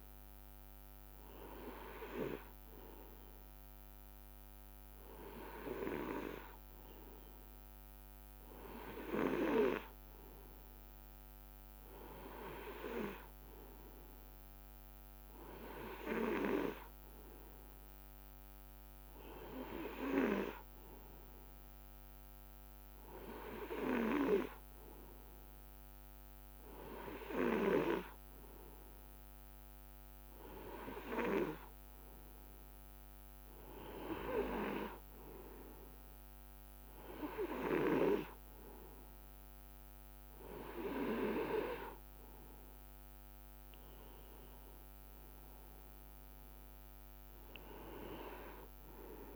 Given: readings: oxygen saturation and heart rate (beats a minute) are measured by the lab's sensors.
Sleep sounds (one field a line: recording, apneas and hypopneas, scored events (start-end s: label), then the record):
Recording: breathing in sleep by a microphone on the trachea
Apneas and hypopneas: none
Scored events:
none scored
From the record:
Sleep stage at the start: N2 (light sleep)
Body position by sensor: on the right side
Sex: male